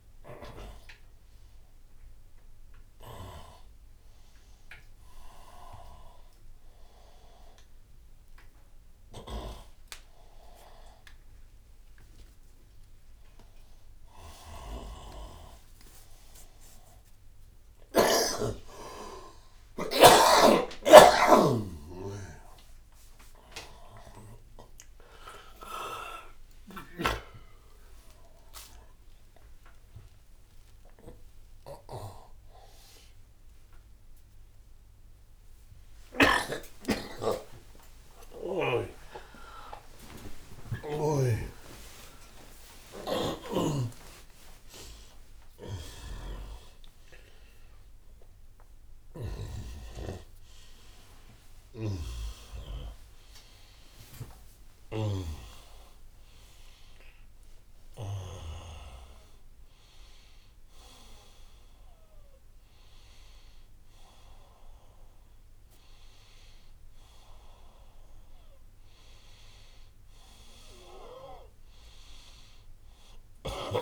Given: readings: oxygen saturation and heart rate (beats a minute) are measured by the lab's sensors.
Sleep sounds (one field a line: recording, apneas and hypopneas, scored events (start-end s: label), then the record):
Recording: a person awake in a sleep study, by a room microphone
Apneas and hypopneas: none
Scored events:
0.00-1.00 s: tachycardia (device-marked, heart rate 115 extreme)
2.00-5.00 s: tachycardia (device-marked, heart rate 95 before, 109 extreme)
20.00-26.50 s: snoring (device-marked)
25.00-49.00 s: tachycardia (device-marked, heart rate 96 before, 137 extreme)
49.50-55.00 s: snoring (device-marked)
58.00-62.00 s: tachycardia (device-marked, heart rate 96 before, 102 extreme)
71.00-73.82 s: oxygen desaturation (device-marked, oxygen 96% before, 90% lowest, heart rate 98 before, 78 extreme)
72.00-73.82 s: tachycardia (device-marked, heart rate 96 before, 115 extreme)
From the record:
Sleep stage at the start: awake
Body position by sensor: on the right side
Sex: male